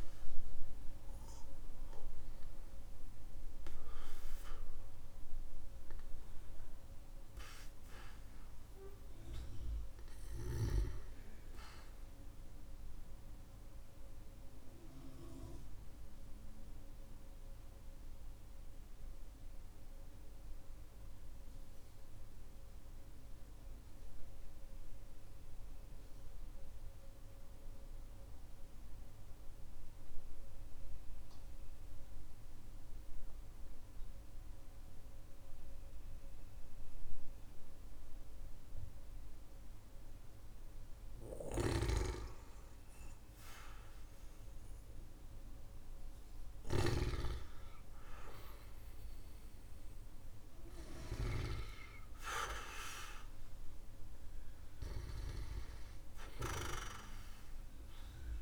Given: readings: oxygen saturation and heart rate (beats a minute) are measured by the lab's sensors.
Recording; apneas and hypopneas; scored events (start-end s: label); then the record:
breathing in sleep by a room microphone; 1
0.00-23.00 s: oxygen desaturation (device-marked, oxygen 92% lowest, heart rate 45 extreme)
11.50-44.00 s: obstructive apnea (oxygen 98% before, 92% lowest, heart rate 53 before, 45 extreme, up 7 after)
41.00-51.00 s: snoring (device-marked)
49.50-54.50 s: arousal
From the record:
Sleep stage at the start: N2 (light sleep); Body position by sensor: on the back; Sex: male